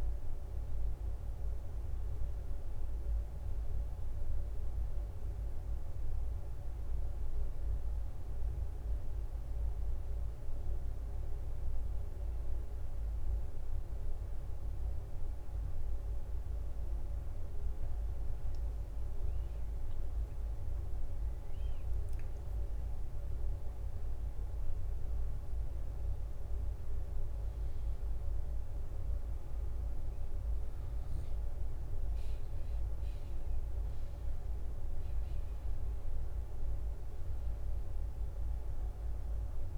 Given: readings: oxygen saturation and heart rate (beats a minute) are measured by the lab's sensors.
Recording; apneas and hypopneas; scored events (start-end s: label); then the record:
a person awake in a sleep study, hard to hear, by a room microphone; none
10.50-12.50 s: bradycardia (device-marked, heart rate 64 before, 61 extreme)
21.50-32.50 s: drop in pulse transit time (device-marked, heart rate 61 before, 63 extreme)
From the record:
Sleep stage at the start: awake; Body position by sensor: on the back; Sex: female